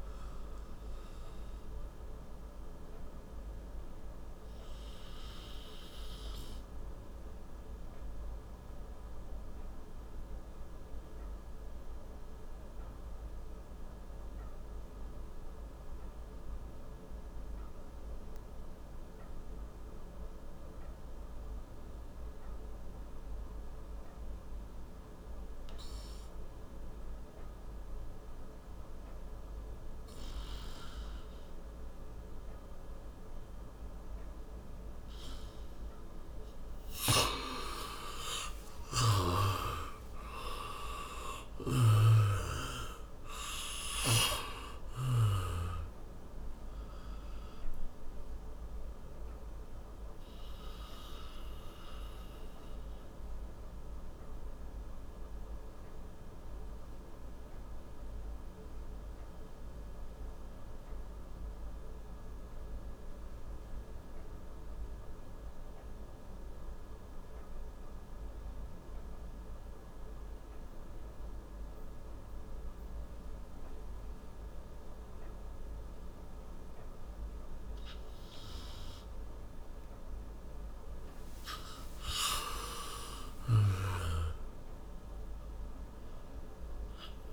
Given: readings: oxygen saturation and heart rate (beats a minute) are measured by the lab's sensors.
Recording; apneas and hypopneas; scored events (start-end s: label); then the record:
breathing in sleep by a room microphone; 2
0.00-24.00 s: oxygen desaturation (device-marked, oxygen 95% before, 87% lowest, heart rate 71 before, 57 extreme)
2.50-34.50 s: obstructive apnea (oxygen 98% before, 87% lowest, heart rate 72 before, 57 extreme, up 11 after)
37.00-43.50 s: arousal
50.50-76.50 s: obstructive apnea (oxygen 97% before, 87% lowest, heart rate 68 before, 58 extreme, up 25 after)
57.00-69.00 s: oxygen desaturation (device-marked, oxygen 94% before, 87% lowest, heart rate 68 before, 58 extreme)
82.00-85.50 s: arousal
82.00-87.33 s: new sleep stage, N1 (lightest sleep)
From the record:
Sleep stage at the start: N2 (light sleep); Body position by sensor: on the back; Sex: male